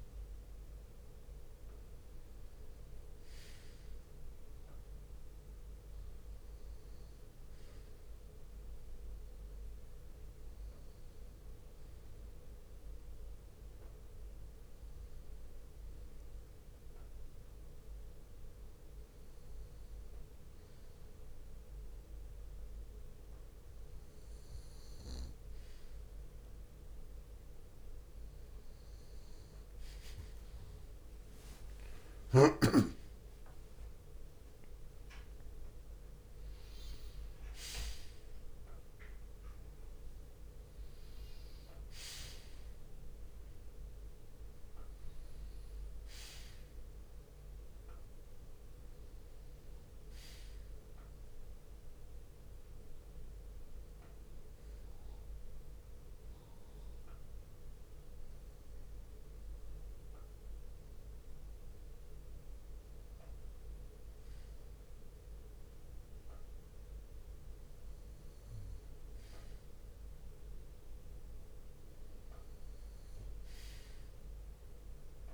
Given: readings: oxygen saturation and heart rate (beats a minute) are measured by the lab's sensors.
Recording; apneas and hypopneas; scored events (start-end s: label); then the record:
breathing in sleep, hard to hear, by a room microphone; none
6.00-75.34 s: new sleep stage, N2 (light sleep)
31.50-35.00 s: arousal
From the record:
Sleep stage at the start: N1 (lightest sleep); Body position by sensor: on the back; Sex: male